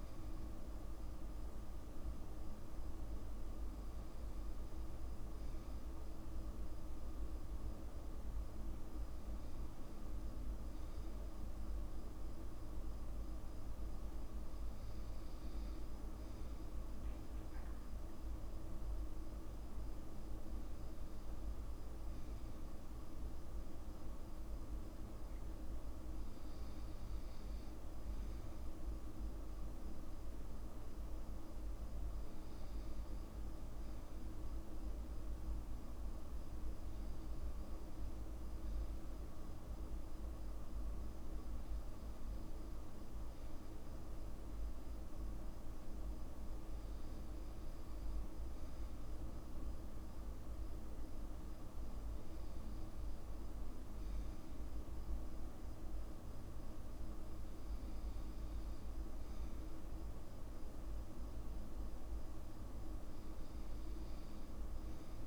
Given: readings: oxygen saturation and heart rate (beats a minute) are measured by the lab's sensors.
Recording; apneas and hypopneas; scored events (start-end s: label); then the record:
breathing in sleep, hard to hear, by a room microphone; none
none scored
From the record:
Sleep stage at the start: N2 (light sleep); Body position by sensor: on the back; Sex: male